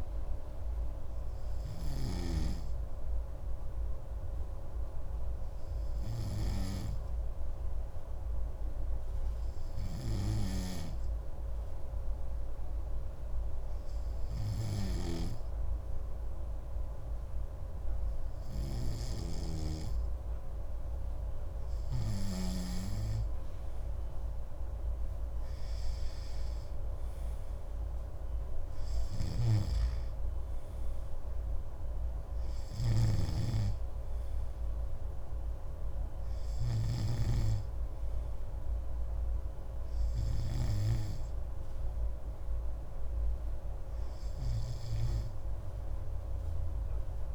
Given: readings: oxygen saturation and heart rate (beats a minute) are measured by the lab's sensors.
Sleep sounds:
breathing in sleep by a room microphone; none
0.00-22.50 s: snoring (device-marked)
29.00-47.35 s: snoring (device-marked)
From the record:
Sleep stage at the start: N2 (light sleep); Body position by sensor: on the right side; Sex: male

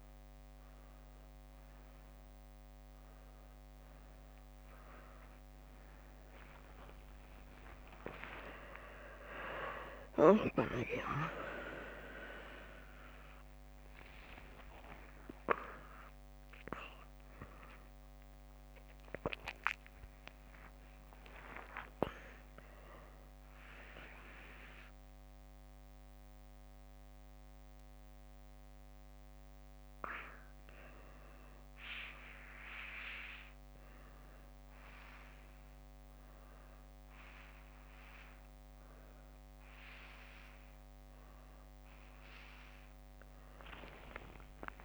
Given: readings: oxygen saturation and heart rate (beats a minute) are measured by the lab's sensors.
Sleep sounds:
a person awake in a sleep study, by a microphone on the trachea; none
4.00-12.50 s: leg movement (device-marked)
12.50-32.50 s: drop in pulse transit time (device-marked, heart rate 67 before, 66 extreme)
17.50-27.50 s: leg movement (device-marked)
28.50-34.00 s: leg movement (device-marked)
37.00-42.50 s: leg movement (device-marked)
43.50-44.85 s: leg movement (device-marked)
From the record:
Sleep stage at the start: awake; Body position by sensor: on the back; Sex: female

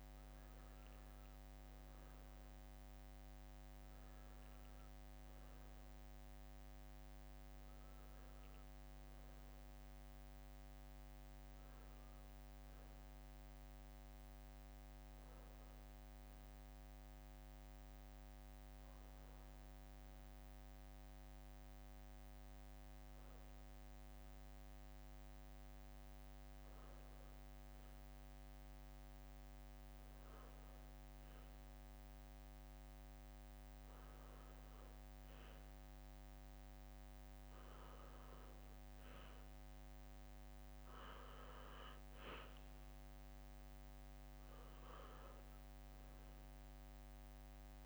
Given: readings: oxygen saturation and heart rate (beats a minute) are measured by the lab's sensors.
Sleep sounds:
breathing in sleep, hard to hear, by a microphone on the trachea; 1
0.00-10.50 s: oxygen desaturation (device-marked, oxygen 90% lowest, heart rate 67 extreme)
17.00-28.00 s: hypopnea (oxygen 97% before, 91% lowest, heart rate 70 before, 67 extreme, up 1 after)
20.50-47.86 s: new sleep stage, N2 (light sleep)
30.00-33.50 s: arousal
33.50-47.86 s: oxygen desaturation (device-marked, oxygen 94% before, 91% lowest, heart rate 68 before, 67 extreme)
From the record:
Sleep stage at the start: N1 (lightest sleep); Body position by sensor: on the back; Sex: male

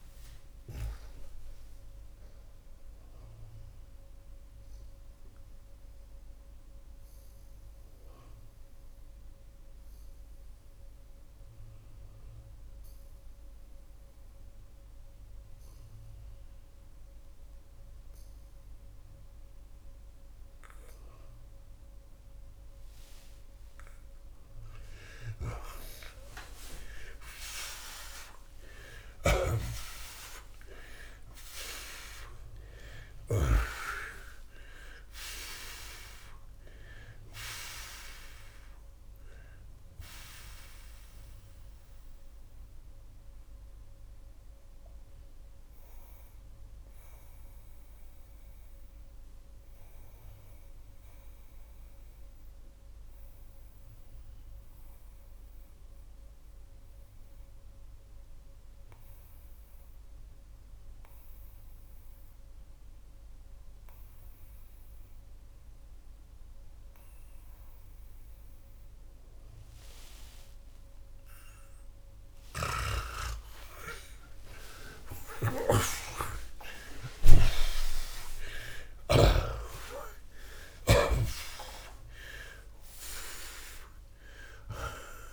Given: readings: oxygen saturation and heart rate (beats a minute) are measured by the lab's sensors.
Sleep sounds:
breathing in sleep by a room microphone; 2
1.00-31.00 s: oxygen desaturation (device-marked, oxygen 90% before, 80% lowest)
4.50-24.00 s: mixed apnea (oxygen 94% before, 80% lowest)
29.00-33.50 s: snoring (device-marked)
31.50-36.00 s: arousal
38.00-64.00 s: oxygen desaturation (device-marked, oxygen 94% before, 81% lowest)
41.00-73.00 s: mixed apnea (oxygen 94% before, 78% lowest)
74.50-79.00 s: snoring (device-marked)
75.00-79.00 s: arousal
84.00-85.33 s: oxygen desaturation (device-marked, oxygen 92% before, 78% lowest)
From the record:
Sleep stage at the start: N2 (light sleep); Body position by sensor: on the back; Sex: male

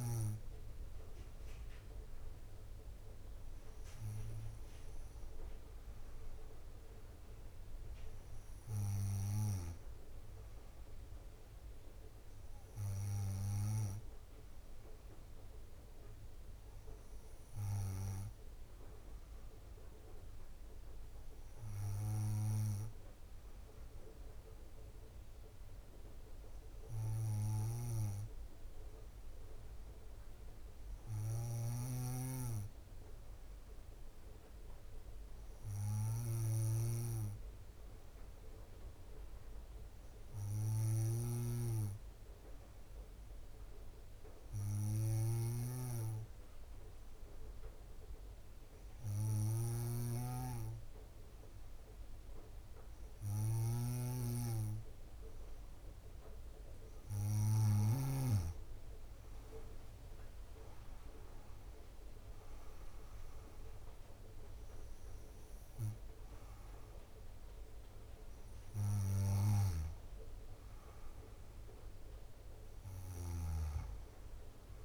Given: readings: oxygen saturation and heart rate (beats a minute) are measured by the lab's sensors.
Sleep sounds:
breathing in sleep by a room microphone; 1
38.50-55.50 s: hypopnea (oxygen 96% before, 93% lowest, heart rate 63 before, 55 extreme, up 8 after)
41.00-58.00 s: snoring (device-marked)
59.50-63.50 s: arousal
From the record:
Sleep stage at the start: N2 (light sleep); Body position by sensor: on the back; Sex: female

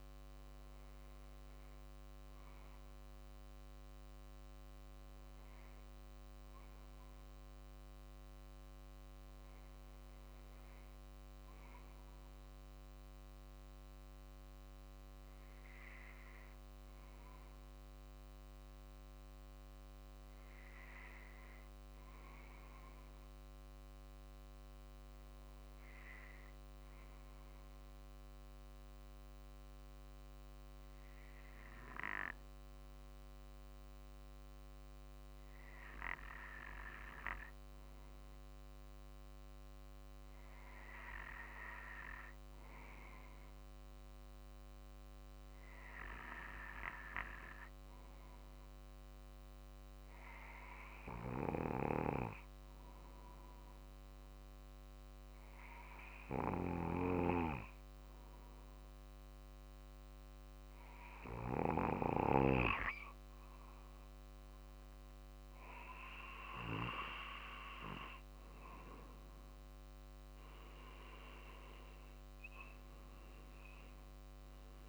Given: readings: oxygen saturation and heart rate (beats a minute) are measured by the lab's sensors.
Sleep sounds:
breathing in sleep by a microphone on the trachea; 1
0.00-2.50 s: arousal
5.50-62.50 s: obstructive apnea (oxygen 95% before, 92% lowest, heart rate 48 before, 47 extreme, up 2 after)
65.00-70.00 s: arousal
From the record:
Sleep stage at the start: N2 (light sleep); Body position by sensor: on the back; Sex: male

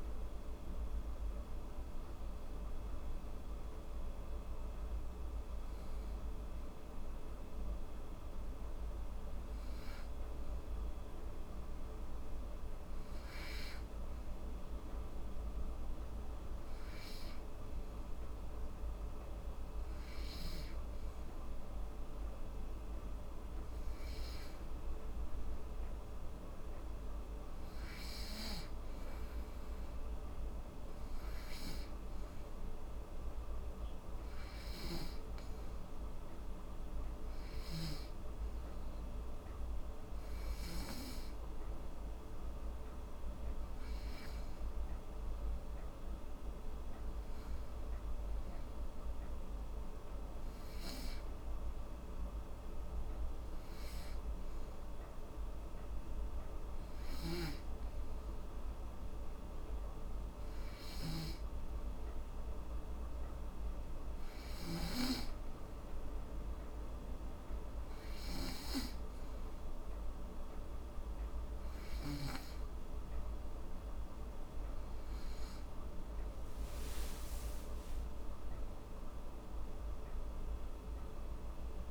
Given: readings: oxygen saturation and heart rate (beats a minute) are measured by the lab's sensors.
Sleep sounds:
breathing in sleep, hard to hear, by a room microphone; 3
6.50-19.50 s: hypopnea (oxygen 96% before, 92% lowest, heart rate 86 before, 78 extreme, up 4 after)
22.00-25.00 s: arousal
32.00-43.00 s: hypopnea (oxygen 96% before, 92% lowest, heart rate 81 before, 79 extreme, up 3 after)
46.00-49.50 s: arousal
55.50-68.00 s: hypopnea (oxygen 95% before, 90% lowest, heart rate 84 before, 78 extreme, up 6 after)
From the record:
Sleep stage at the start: N2 (light sleep); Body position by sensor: on the back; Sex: female

